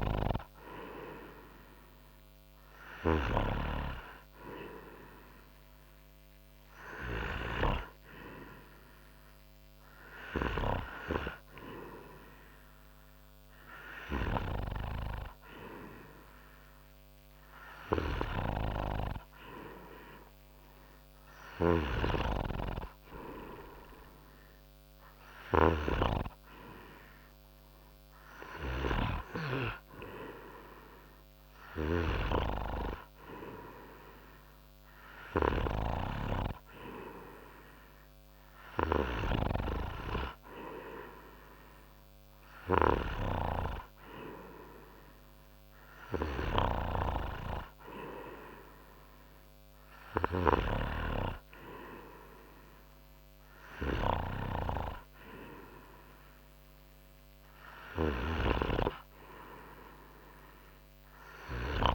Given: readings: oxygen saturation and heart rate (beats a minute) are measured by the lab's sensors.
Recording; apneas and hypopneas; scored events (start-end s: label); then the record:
breathing in sleep by a microphone on the trachea; none
none scored
From the record:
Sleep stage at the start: N3 (deep sleep); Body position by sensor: on the front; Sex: male